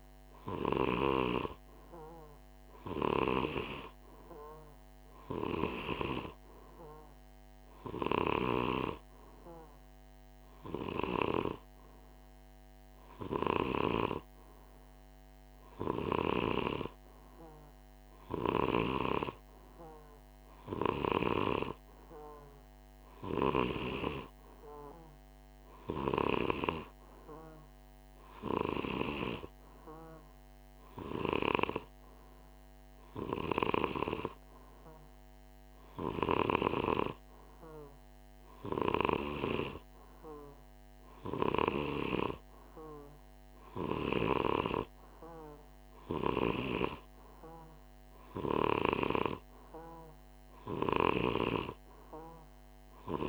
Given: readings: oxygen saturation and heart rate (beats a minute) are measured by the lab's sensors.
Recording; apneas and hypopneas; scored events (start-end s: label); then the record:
breathing in sleep by a microphone on the trachea; none
none scored
From the record:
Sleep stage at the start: N2 (light sleep); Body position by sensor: on the right side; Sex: male